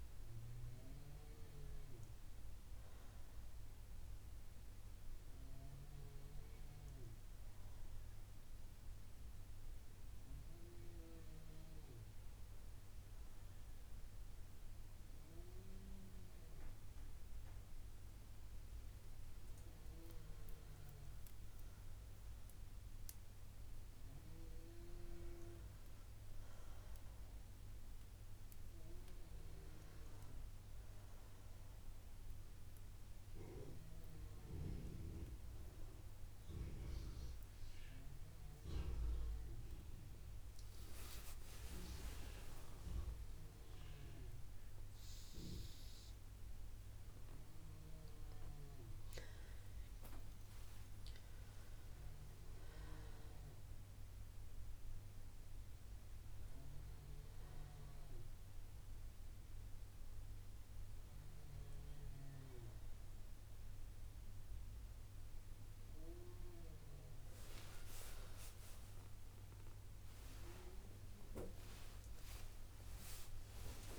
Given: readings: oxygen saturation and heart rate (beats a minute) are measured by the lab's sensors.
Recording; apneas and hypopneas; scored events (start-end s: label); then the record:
a person partly awake in a sleep study, by a room microphone; none
5.00-12.00 s: oxygen desaturation (device-marked, oxygen 95% before, 92% lowest, heart rate 65 before, 61 extreme)
51.00-73.99 s: new sleep stage, awake
From the record:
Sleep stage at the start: N2 (light sleep); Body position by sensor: on the right side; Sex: female